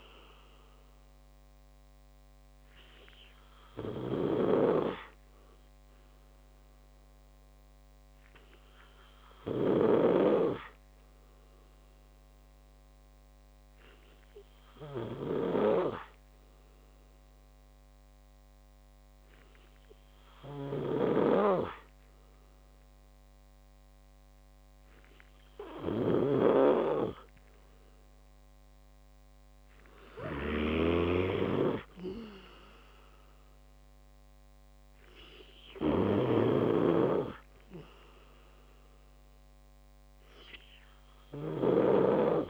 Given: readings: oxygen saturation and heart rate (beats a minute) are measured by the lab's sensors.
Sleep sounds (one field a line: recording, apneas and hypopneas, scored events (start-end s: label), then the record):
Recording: breathing in sleep by a microphone on the trachea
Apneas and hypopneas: none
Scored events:
0.00-42.50 s: snoring (device-marked)
From the record:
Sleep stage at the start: N2 (light sleep)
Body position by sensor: on the back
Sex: male